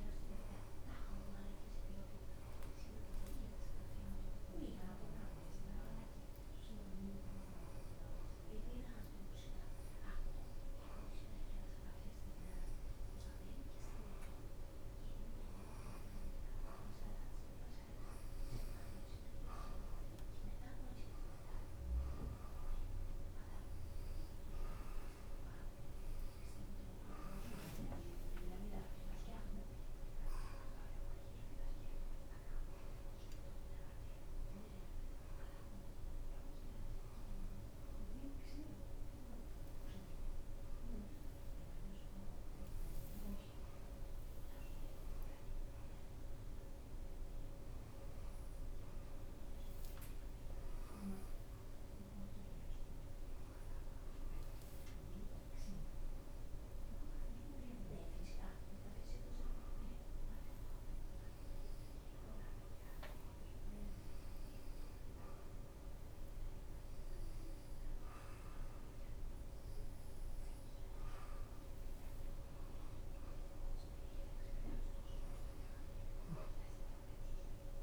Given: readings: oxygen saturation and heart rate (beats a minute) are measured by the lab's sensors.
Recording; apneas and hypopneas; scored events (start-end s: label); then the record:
breathing in sleep, hard to hear, by a room microphone; none
0.00-1.00 s: oxygen desaturation (device-marked, oxygen 87% lowest, heart rate 87 extreme)
0.00-4.00 s: arousal
70.00-77.83 s: oxygen desaturation (device-marked, oxygen 91% before, 88% lowest, heart rate 90 before, 91 extreme)
From the record:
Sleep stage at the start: N2 (light sleep); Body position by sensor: upright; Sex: female